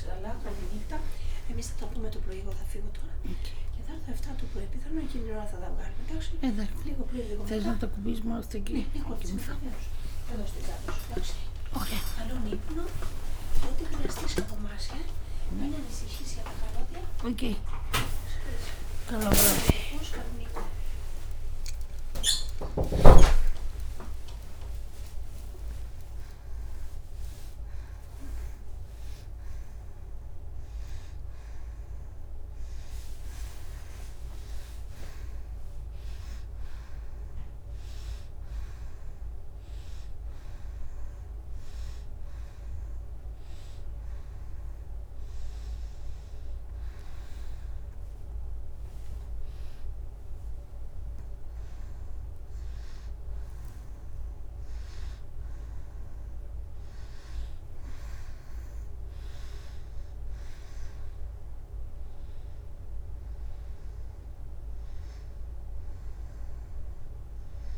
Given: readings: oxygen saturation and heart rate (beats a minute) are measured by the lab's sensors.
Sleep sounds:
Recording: a person awake in a sleep study, by a room microphone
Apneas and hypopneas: none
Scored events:
0.00-1.50 s: oxygen desaturation (device-marked, oxygen 90% lowest, heart rate 95 extreme)
28.50-38.50 s: oxygen desaturation (device-marked, oxygen 96% before, 93% lowest, heart rate 128 before, 94 extreme)
From the record:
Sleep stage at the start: awake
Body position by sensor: on the right side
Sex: female

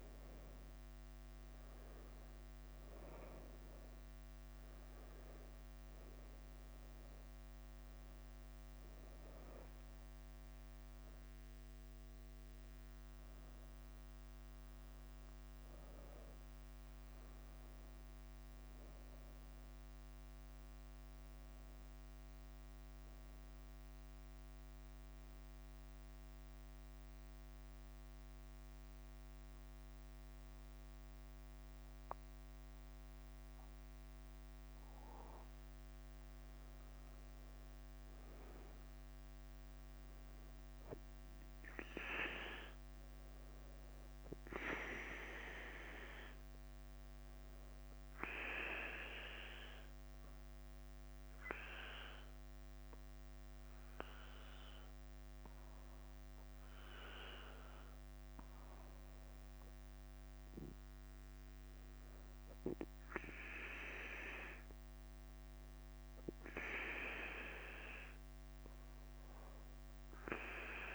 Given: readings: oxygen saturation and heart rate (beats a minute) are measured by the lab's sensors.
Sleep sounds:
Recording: breathing in sleep by a microphone on the trachea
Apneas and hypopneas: 2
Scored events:
0.00-70.94 s: bradycardia (device-marked, heart rate 42 extreme)
18.00-21.50 s: arousal
23.50-35.50 s: obstructive apnea (oxygen 95% before, 94% lowest, heart rate 53 before, 48 extreme, up 2 after)
36.00-40.00 s: arousal
48.00-59.00 s: obstructive apnea (oxygen 98% before, 95% lowest, heart rate 51 before, 47 extreme, up 4 after)
55.50-66.50 s: oxygen desaturation (device-marked, oxygen 98% before, 95% lowest, heart rate 50 before, 47 extreme)
61.00-64.00 s: arousal
From the record:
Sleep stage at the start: N2 (light sleep)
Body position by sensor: on the back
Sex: male

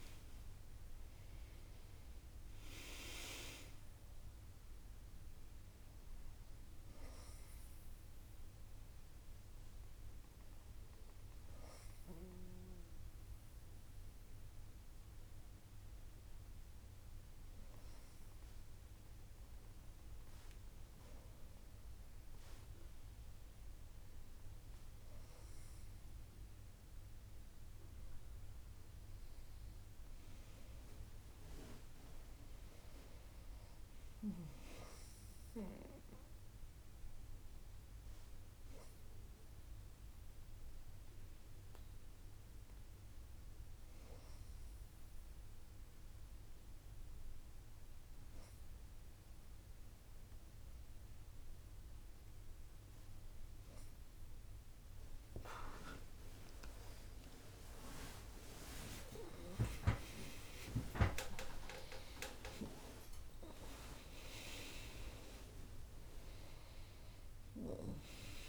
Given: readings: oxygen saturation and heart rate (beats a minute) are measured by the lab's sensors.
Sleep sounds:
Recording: a person partly awake in a sleep study, by a room microphone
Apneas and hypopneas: 2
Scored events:
0.00-2.00 s: arousal
1.00-23.00 s: oxygen desaturation (device-marked, oxygen 98% before, 94% lowest, heart rate 65 before, 61 extreme)
9.50-26.00 s: hypopnea (oxygen 98% before, 94% lowest, heart rate 68 before, 61 extreme, up 6 after)
31.00-34.50 s: arousal
38.00-51.00 s: hypopnea (oxygen 98% before, 96% lowest, heart rate 65 before, 61 extreme, up 27 after)
50.00-68.49 s: new sleep stage, awake
From the record:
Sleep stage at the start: N2 (light sleep)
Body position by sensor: on the back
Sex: female

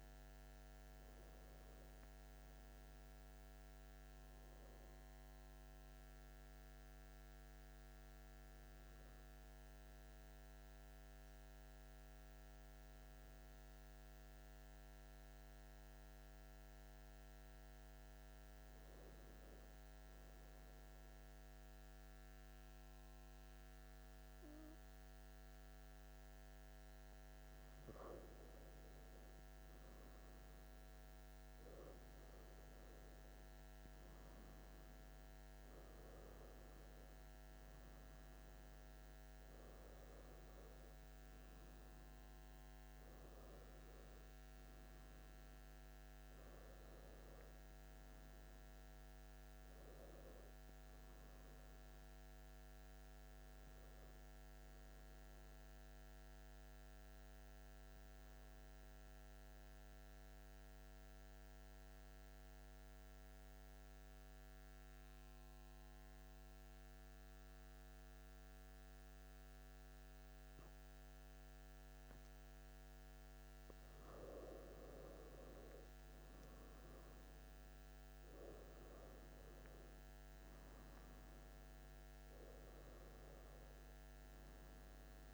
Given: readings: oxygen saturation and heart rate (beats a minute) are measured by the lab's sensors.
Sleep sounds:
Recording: breathing in sleep, hard to hear, by a microphone on the trachea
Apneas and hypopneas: 2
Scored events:
6.00-26.50 s: hypopnea (oxygen 95% before, 93% lowest)
8.00-85.34 s: new sleep stage, N2 (light sleep)
29.00-33.50 s: arousal
54.00-72.50 s: obstructive apnea (oxygen 95% before, 91% lowest)
75.00-80.00 s: arousal
81.00-85.34 s: oxygen desaturation (device-marked, oxygen 96% before, 93% lowest)
From the record:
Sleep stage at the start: N1 (lightest sleep)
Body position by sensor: on the back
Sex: male

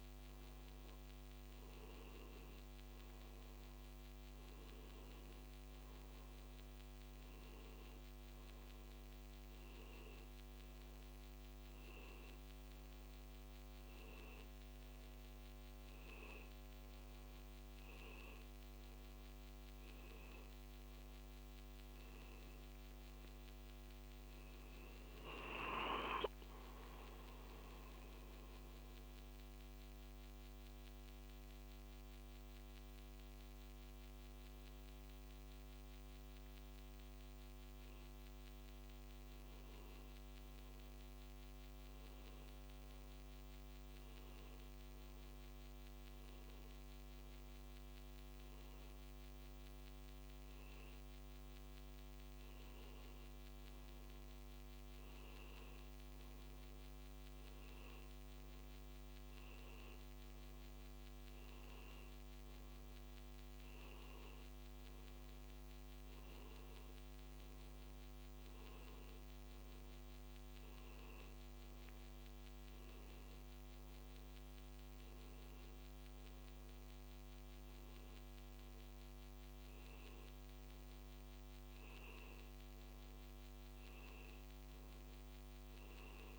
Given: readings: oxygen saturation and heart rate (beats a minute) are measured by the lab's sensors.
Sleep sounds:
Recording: a person awake in a sleep study, hard to hear, by a microphone on the trachea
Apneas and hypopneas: none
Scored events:
62.00-80.00 s: oxygen desaturation (device-marked, oxygen 96% before, 92% lowest, heart rate 59 before, 60 extreme)
From the record:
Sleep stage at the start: awake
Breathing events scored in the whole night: 309 in 4.6 hours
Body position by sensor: on the back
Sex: male

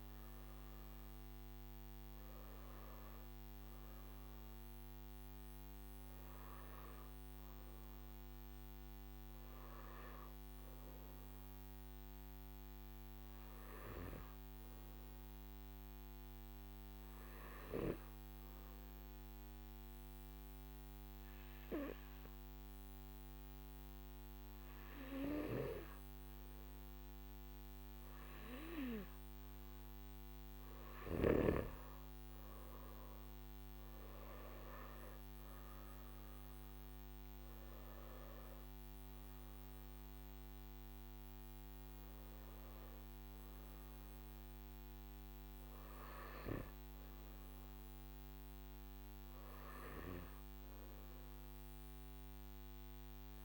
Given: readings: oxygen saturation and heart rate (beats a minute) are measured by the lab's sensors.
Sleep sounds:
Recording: breathing in sleep by a microphone on the trachea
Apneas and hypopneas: 1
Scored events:
18.00-30.00 s: hypopnea (oxygen 96% before, 93% lowest, heart rate 54 before, 52 extreme, up 5 after)
38.50-53.45 s: oxygen desaturation (device-marked, oxygen 97% before, 93% lowest, heart rate 57 before, 52 extreme)
From the record:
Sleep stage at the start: N1 (lightest sleep)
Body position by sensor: on the back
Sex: male

